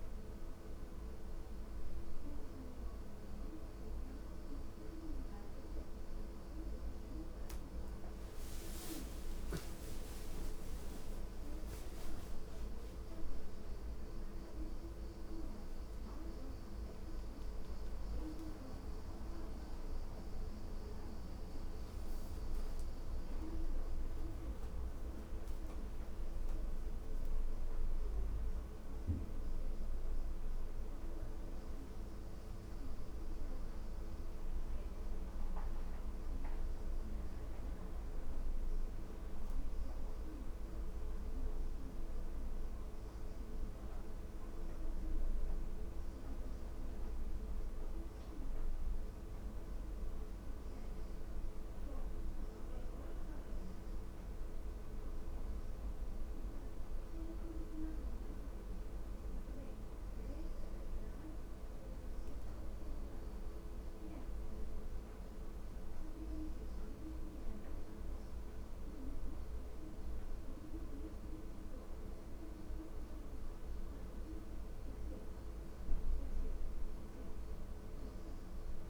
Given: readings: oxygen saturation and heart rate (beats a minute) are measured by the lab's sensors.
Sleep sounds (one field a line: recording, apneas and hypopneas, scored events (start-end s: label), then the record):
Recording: breathing in sleep, hard to hear, by a room microphone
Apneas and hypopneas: none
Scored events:
0.50-13.50 s: oxygen desaturation (device-marked, oxygen 95% before, 91% lowest, heart rate 78 before, 78 extreme)
5.00-10.50 s: arousal
From the record:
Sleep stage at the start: N1 (lightest sleep)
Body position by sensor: on the back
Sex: female